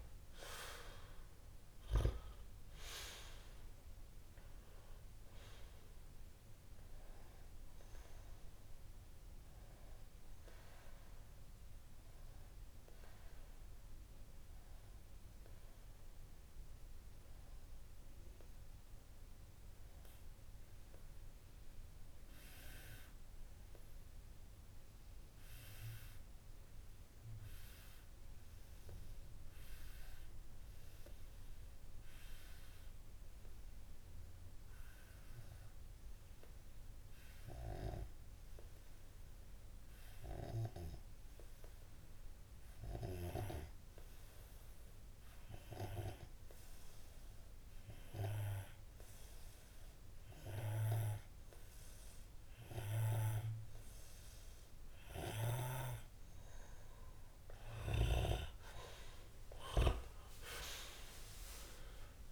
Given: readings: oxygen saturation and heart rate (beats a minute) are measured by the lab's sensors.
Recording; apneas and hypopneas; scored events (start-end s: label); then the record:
breathing in sleep by a room microphone; 1
0.00-9.00 s: oxygen desaturation (device-marked, oxygen 92% lowest)
11.50-58.00 s: obstructive apnea (oxygen 97% before, 92% lowest)
40.00-62.31 s: oxygen desaturation (device-marked, oxygen 99% before, 92% lowest)
60.50-62.31 s: arousal
From the record:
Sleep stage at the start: N2 (light sleep); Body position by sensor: on the left side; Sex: male